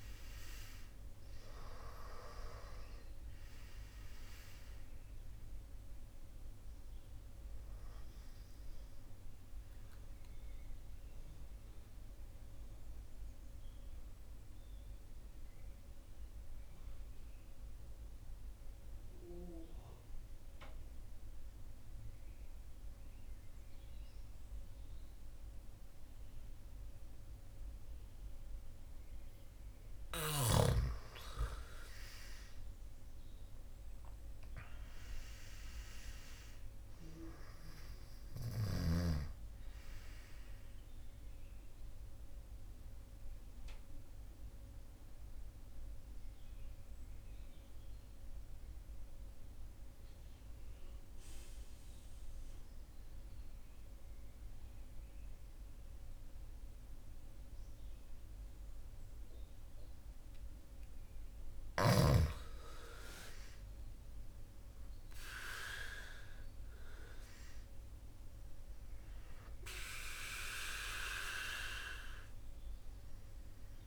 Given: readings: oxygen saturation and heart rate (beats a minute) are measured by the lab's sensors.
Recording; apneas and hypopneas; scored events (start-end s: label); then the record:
breathing in sleep by a room microphone; 2
0.00-2.50 s: arousal
2.00-23.00 s: oxygen desaturation (device-marked, oxygen 97% before, 89% lowest)
14.50-29.50 s: mixed apnea (oxygen 97% before, 88% lowest)
31.50-35.00 s: arousal
33.00-58.00 s: oxygen desaturation (device-marked, oxygen 98% before, 89% lowest)
41.50-60.50 s: mixed apnea (oxygen 98% before, 88% lowest)
61.50-65.00 s: arousal
63.00-73.87 s: oxygen desaturation (device-marked, oxygen 98% before, 88% lowest)
From the record:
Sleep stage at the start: N2 (light sleep); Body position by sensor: on the back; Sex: male